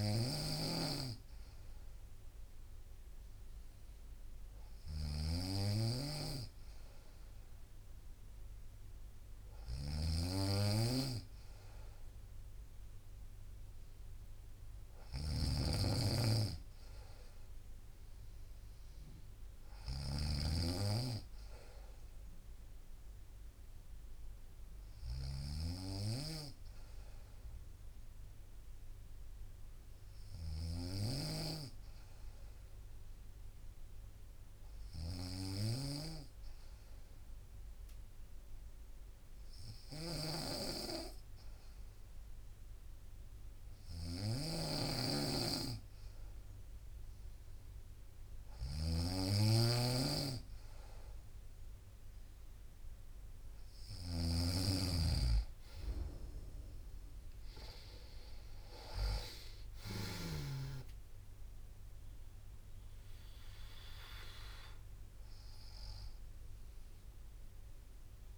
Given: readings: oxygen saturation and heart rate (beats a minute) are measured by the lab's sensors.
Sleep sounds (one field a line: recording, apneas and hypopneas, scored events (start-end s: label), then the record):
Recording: breathing in sleep by a room microphone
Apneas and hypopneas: 1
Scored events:
0.00-60.00 s: snoring (device-marked)
34.00-48.00 s: hypopnea (oxygen 95% before, 92% lowest, heart rate 61 before, 61 extreme, up 1 after)
51.50-55.00 s: arousal
57.50-68.38 s: drop in pulse transit time (device-marked, heart rate 62 before, 61 extreme)
From the record:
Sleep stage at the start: N2 (light sleep)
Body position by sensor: on the right side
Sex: female